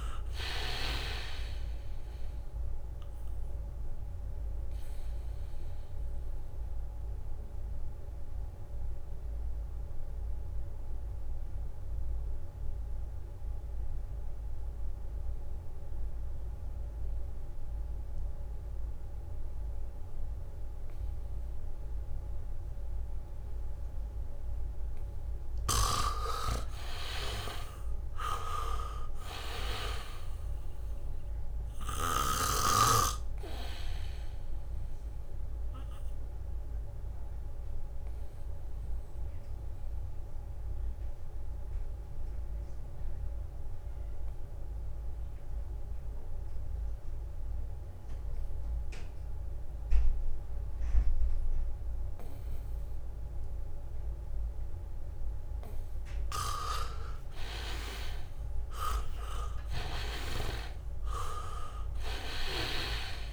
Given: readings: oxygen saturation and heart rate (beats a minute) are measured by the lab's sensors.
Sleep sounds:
breathing in sleep by a room microphone; 2
0.00-19.50 s: oxygen desaturation (device-marked, oxygen 83% lowest, heart rate 73 extreme)
5.00-25.00 s: obstructive apnea (oxygen 98% before, 80% lowest, heart rate 77 before, 73 extreme, up 3 after)
25.50-51.50 s: oxygen desaturation (device-marked, oxygen 99% before, 83% lowest, heart rate 75 before, 68 extreme)
27.50-30.50 s: arousal
36.00-56.50 s: obstructive apnea (oxygen 99% before, 80% lowest, heart rate 75 before, 68 extreme, up 3 after)
58.50-62.00 s: arousal
From the record:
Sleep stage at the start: N2 (light sleep); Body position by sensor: on the back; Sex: male

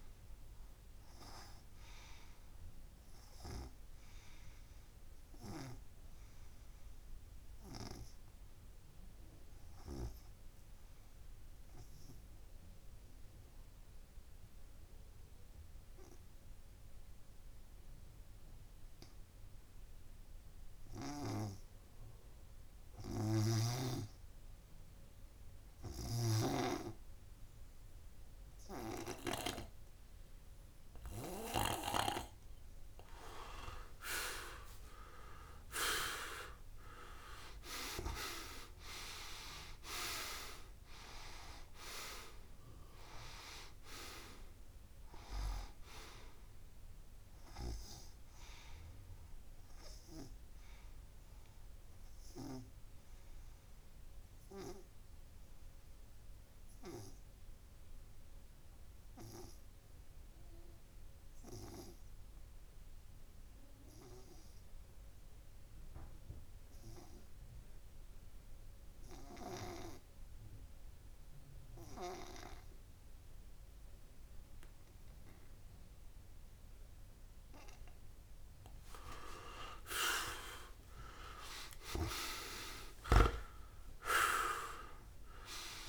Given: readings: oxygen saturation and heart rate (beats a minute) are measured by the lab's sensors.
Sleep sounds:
breathing in sleep by a room microphone; 2
0.00-39.50 s: tachycardia (device-marked, heart rate 161 extreme)
2.00-4.00 s: long interval between heartbeats (device-marked, heart rate 124 before, 127 extreme)
2.50-32.50 s: obstructive apnea (oxygen 99% before, 91% lowest, heart rate 125 before, 96 extreme, up 3 after)
4.00-6.00 s: long interval between heartbeats (device-marked, heart rate 125 before, 143 extreme)
10.50-12.50 s: long interval between heartbeats (device-marked, heart rate 128 before, 138 extreme)
11.50-18.50 s: oxygen desaturation (device-marked, oxygen 94% before, 91% lowest, heart rate 128 before, 109 extreme)
14.00-16.00 s: long interval between heartbeats (device-marked, heart rate 131 before, 149 extreme)
17.00-19.00 s: long interval between heartbeats (device-marked, heart rate 135 before, 127 extreme)
20.50-22.50 s: long interval between heartbeats (device-marked, heart rate 139 before, 150 extreme)
22.50-24.50 s: long interval between heartbeats (device-marked, heart rate 141 before, 148 extreme)
25.00-27.00 s: long interval between heartbeats (device-marked, heart rate 143 before, 133 extreme)
29.50-31.50 s: long interval between heartbeats (device-marked, heart rate 143 before, 140 extreme)
32.00-34.00 s: long interval between heartbeats (device-marked, heart rate 142 before, 127 extreme)
35.00-39.00 s: arousal
37.00-39.00 s: long interval between heartbeats (device-marked, heart rate 136 before, 123 extreme)
40.00-42.00 s: long interval between heartbeats (device-marked, heart rate 135 before, 116 extreme)
42.50-58.50 s: tachycardia (device-marked, heart rate 75 before, 161 extreme)
47.00-49.00 s: long interval between heartbeats (device-marked, heart rate 120 before, 115 extreme)
49.00-51.00 s: long interval between heartbeats (device-marked, heart rate 119 before, 124 extreme)
50.50-79.00 s: obstructive apnea (oxygen 100% before, 92% lowest, heart rate 118 before, 37 extreme)
51.00-53.00 s: long interval between heartbeats (device-marked, heart rate 118 before, 128 extreme)
53.50-55.50 s: long interval between heartbeats (device-marked, heart rate 117 before, 150 extreme)
55.50-57.50 s: long interval between heartbeats (device-marked, heart rate 120 before, 158 extreme)
59.00-61.00 s: long interval between heartbeats (device-marked, heart rate 126 before, 149 extreme)
61.50-69.50 s: oxygen desaturation (device-marked, oxygen 97% before, 92% lowest, heart rate 131 before, 50 extreme)
66.00-68.00 s: long interval between heartbeats (device-marked, heart rate 121 before, 52 extreme)
72.00-74.00 s: long interval between heartbeats (device-marked, heart rate 106 before, 80 extreme)
74.00-76.00 s: long interval between heartbeats (device-marked, heart rate 101 before, 85 extreme)
76.50-78.50 s: long interval between heartbeats (device-marked, heart rate 90 before, 88 extreme)
80.00-84.50 s: arousal
82.50-84.50 s: long interval between heartbeats (device-marked, heart rate 68 before, 64 extreme)
82.50-85.89 s: tachycardia (device-marked, heart rate 81 before, 128 extreme)
From the record:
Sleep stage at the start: N2 (light sleep); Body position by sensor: on the back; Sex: male

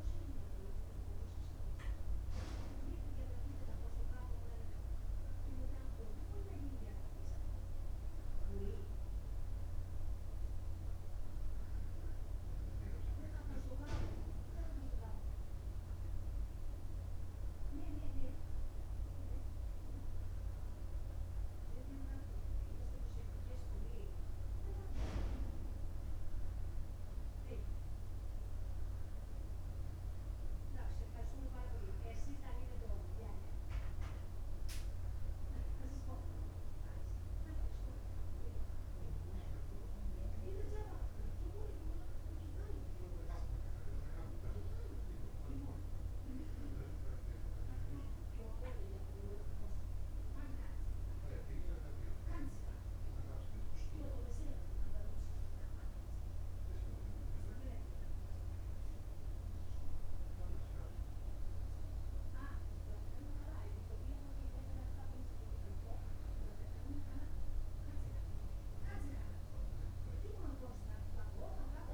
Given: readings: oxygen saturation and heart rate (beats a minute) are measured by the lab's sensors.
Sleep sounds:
breathing in sleep by a room microphone; none
none scored
From the record:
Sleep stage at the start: N2 (light sleep); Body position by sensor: upright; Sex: male

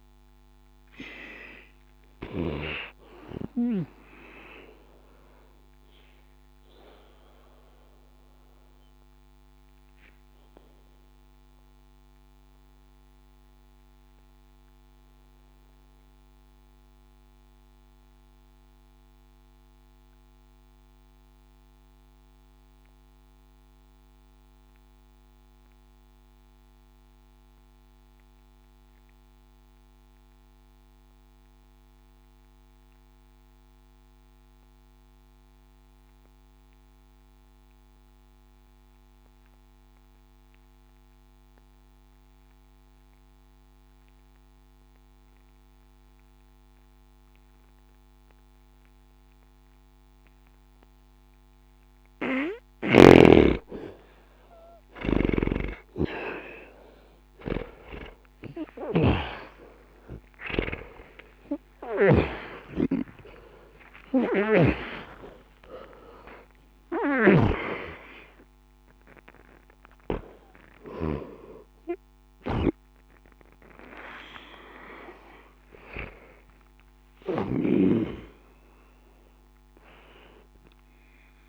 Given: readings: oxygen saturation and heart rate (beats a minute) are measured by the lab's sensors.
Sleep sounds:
breathing in sleep by a microphone on the trachea; 1
0.00-24.00 s: oxygen desaturation (device-marked, oxygen 77% lowest, heart rate 60 extreme)
5.00-51.50 s: obstructive apnea (oxygen 94% before, 75% lowest, heart rate 109 before, 60 extreme, up 8 after)
45.00-81.49 s: oxygen desaturation (device-marked, oxygen 98% before, 75% lowest, heart rate 63 before, 61 extreme)
52.50-59.00 s: snoring (device-marked)
58.50-64.00 s: arousal
From the record:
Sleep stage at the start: N2 (light sleep); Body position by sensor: on the back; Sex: male

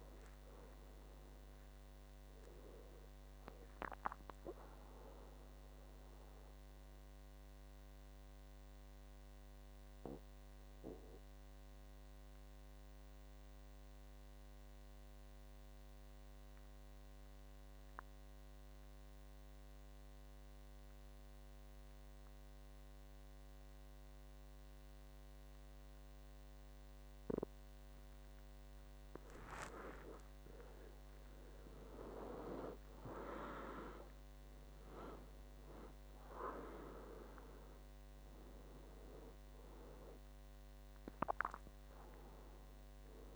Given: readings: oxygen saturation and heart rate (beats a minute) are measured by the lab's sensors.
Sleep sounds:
breathing in sleep by a microphone on the trachea; 1
0.00-14.50 s: oxygen desaturation (device-marked, oxygen 93% lowest, heart rate 60 extreme)
5.00-29.00 s: mixed apnea (oxygen 98% before, 92% lowest, heart rate 75 before, 60 extreme, up 17 after)
30.00-34.50 s: arousal
31.50-43.36 s: oxygen desaturation (device-marked, oxygen 98% before, 92% lowest, heart rate 62 before, 60 extreme)
From the record:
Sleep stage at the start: N2 (light sleep); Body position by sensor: on the back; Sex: male

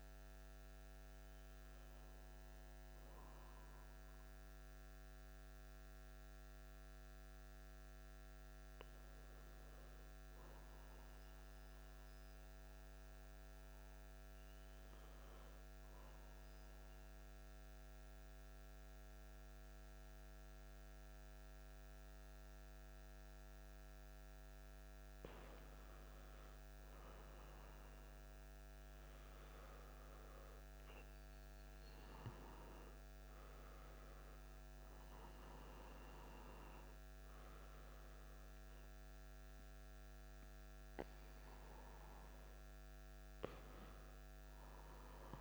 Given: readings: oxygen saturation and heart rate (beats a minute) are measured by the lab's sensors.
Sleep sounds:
breathing in sleep, hard to hear, by a microphone on the trachea; 1
15.00-25.00 s: central apnea (oxygen 97% before, 92% lowest, heart rate 83 before, 58 extreme, up 39 after)
25.50-45.41 s: oxygen desaturation (device-marked, oxygen 95% before, 92% lowest)
26.50-31.00 s: arousal
From the record:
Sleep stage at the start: N1 (lightest sleep); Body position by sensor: on the back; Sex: male

